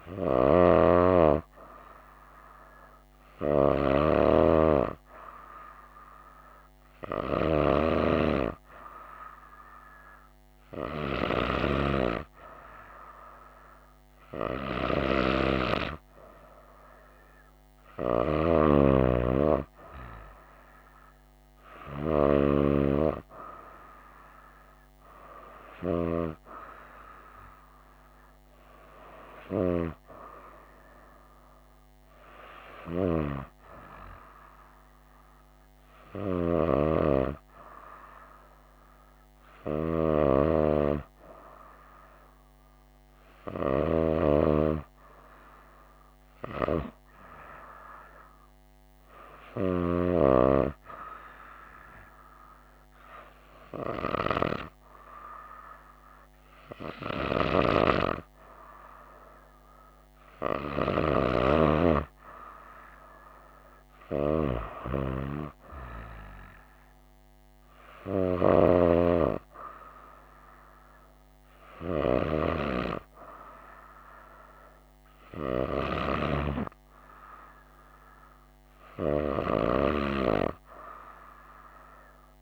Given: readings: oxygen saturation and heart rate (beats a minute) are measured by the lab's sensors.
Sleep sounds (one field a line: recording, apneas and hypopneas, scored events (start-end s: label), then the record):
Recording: breathing in sleep by a microphone on the trachea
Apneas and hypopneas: none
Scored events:
none scored
From the record:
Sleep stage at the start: N2 (light sleep)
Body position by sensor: on the right side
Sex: female